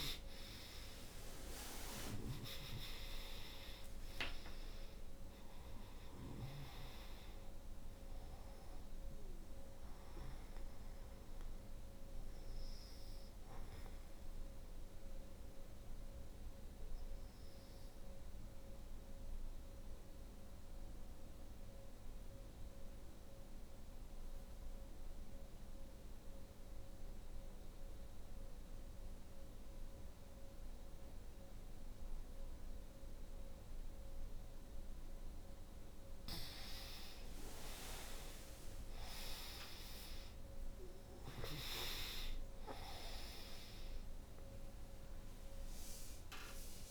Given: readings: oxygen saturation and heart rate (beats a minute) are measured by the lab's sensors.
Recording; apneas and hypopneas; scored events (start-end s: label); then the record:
breathing in sleep by a room microphone; 1
0.00-31.50 s: oxygen desaturation (device-marked, oxygen 81% lowest, heart rate 53 extreme)
15.00-34.00 s: obstructive apnea (oxygen 96% before, 81% lowest, heart rate 65 before, 52 extreme, up 10 after)
37.50-46.91 s: oxygen desaturation (device-marked, oxygen 97% before, 83% lowest, heart rate 59 before, 52 extreme)
39.00-44.50 s: arousal
From the record:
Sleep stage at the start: N2 (light sleep); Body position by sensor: on the back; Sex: female